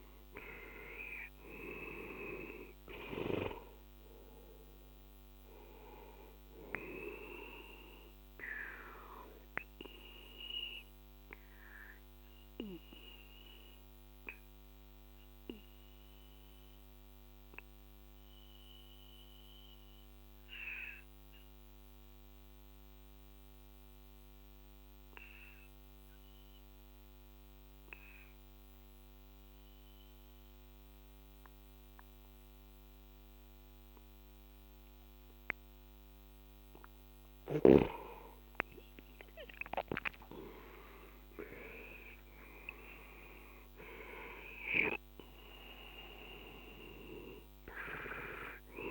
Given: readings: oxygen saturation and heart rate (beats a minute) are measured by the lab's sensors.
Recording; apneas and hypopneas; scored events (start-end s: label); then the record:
breathing in sleep by a microphone on the trachea; 1
0.00-2.00 s: arousal
0.00-25.00 s: oxygen desaturation (device-marked, oxygen 91% lowest, heart rate 38 extreme)
8.00-36.50 s: obstructive apnea (oxygen 98% before, 91% lowest, heart rate 52 before, 38 extreme, up 25 after)
38.00-43.00 s: arousal
45.00-48.91 s: oxygen desaturation (device-marked, oxygen 97% before, 93% lowest, heart rate 53 before, 38 extreme)
From the record:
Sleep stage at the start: N2 (light sleep); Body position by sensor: on the left side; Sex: male